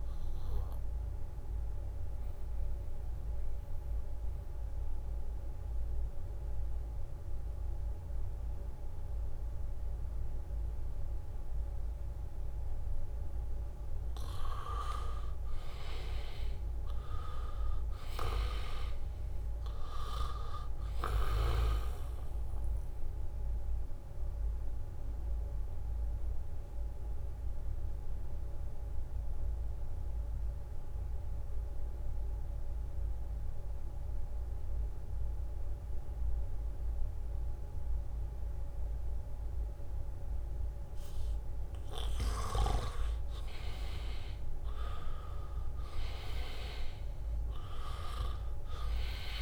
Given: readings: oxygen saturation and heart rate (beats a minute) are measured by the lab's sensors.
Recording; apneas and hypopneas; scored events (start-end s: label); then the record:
breathing in sleep by a room microphone; 2
0.00-12.50 s: oxygen desaturation (device-marked, oxygen 81% lowest, heart rate 74 extreme)
1.50-15.50 s: mixed apnea (oxygen 97% before, 81% lowest, heart rate 76 before, 76 extreme)
17.00-19.50 s: arousal
17.50-33.50 s: oxygen desaturation (device-marked, oxygen 98% before, 83% lowest, heart rate 79 before, 74 extreme)
23.00-41.50 s: obstructive apnea (oxygen 98% before, 83% lowest, heart rate 79 before, 74 extreme)
38.50-49.42 s: oxygen desaturation (device-marked, oxygen 98% before, 83% lowest, heart rate 79 before, 74 extreme)
45.00-49.00 s: arousal
From the record:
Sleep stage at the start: N2 (light sleep); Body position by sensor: on the back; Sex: male